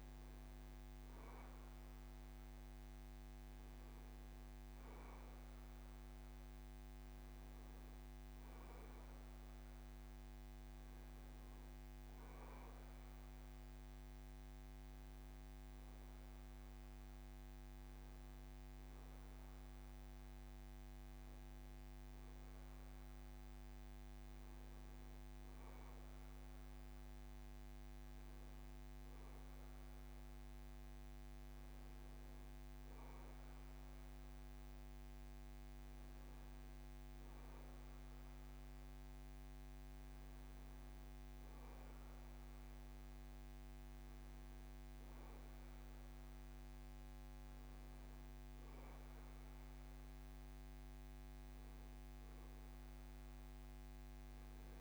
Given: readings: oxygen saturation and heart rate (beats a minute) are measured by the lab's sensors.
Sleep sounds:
breathing in sleep, hard to hear, by a microphone on the trachea; none
none scored
From the record:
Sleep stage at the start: N1 (lightest sleep); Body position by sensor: on the back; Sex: male

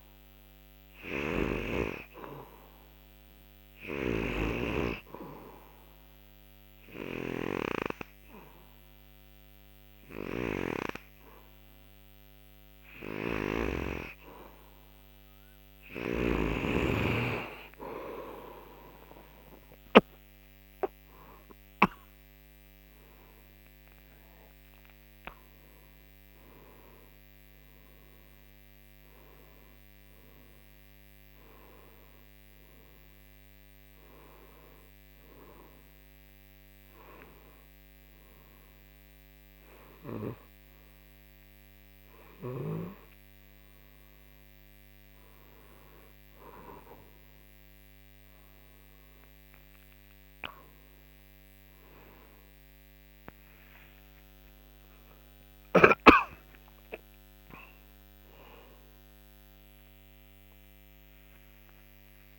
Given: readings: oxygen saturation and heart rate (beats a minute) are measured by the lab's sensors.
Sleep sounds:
breathing in sleep by a microphone on the trachea; 1
0.00-13.50 s: snoring (device-marked)
5.00-16.50 s: hypopnea (oxygen 92% before, 89% lowest, heart rate 104 before, 71 extreme)
15.50-20.00 s: snoring (device-marked)
20.00-22.50 s: arousal
25.50-34.50 s: oxygen desaturation (device-marked, oxygen 92% before, 89% lowest, heart rate 104 before, 69 extreme)
From the record:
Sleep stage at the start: N3 (deep sleep); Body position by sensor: on the back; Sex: male

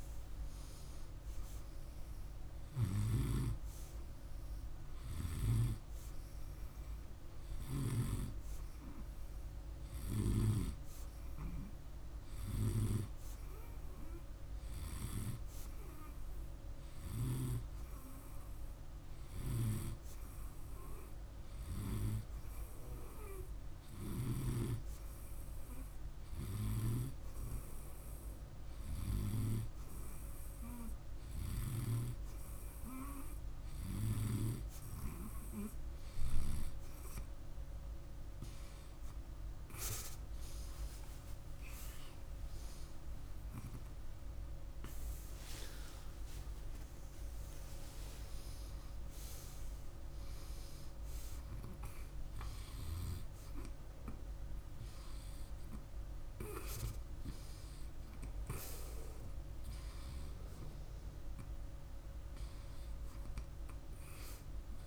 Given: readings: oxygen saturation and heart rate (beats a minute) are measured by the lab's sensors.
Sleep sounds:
breathing in sleep by a room microphone; 1
0.00-1.50 s: arousal
19.50-32.00 s: hypopnea (oxygen 97% before, 94% lowest, heart rate 52 before, 50 extreme, up 1 after)
38.00-53.00 s: oxygen desaturation (device-marked, oxygen 97% before, 94% lowest, heart rate 52 before, 51 extreme)
40.00-46.00 s: arousal
From the record:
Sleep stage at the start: N1 (lightest sleep); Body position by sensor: on the right side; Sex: male

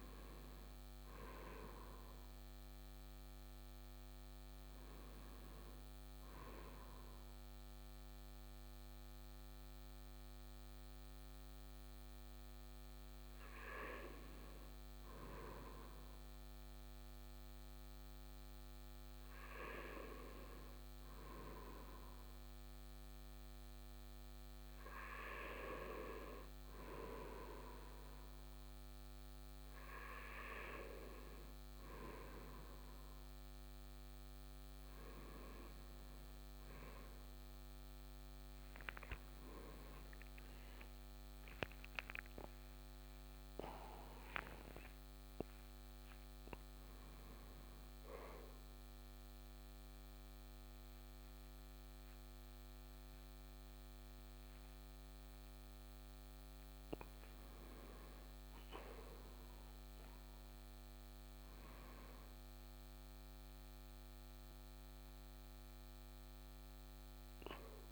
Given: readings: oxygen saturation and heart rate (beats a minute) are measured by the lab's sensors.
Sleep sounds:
a person partly awake in a sleep study, by a microphone on the trachea; none
39.50-67.91 s: new sleep stage, awake
From the record:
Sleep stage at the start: N1 (lightest sleep); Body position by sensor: on the right side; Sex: male

